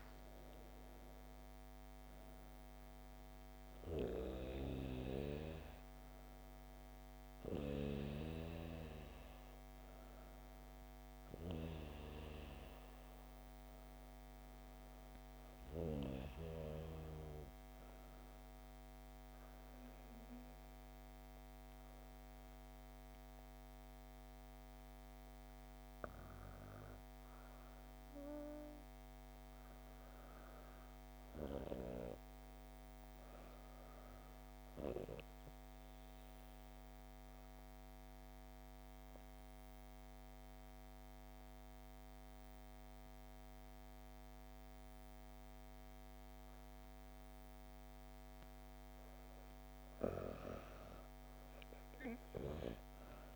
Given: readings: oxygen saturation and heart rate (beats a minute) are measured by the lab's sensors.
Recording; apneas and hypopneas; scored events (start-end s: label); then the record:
breathing in sleep by a microphone on the trachea; 1
0.00-2.50 s: arousal
19.00-53.36 s: new sleep stage, REM sleep
35.00-49.00 s: obstructive apnea (oxygen 98% before, 95% lowest, heart rate 63 before, 58 extreme, up 13 after)
50.00-53.36 s: arousal
From the record:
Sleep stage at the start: N2 (light sleep); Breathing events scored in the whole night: 143 in 6.8 hours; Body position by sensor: on the back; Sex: female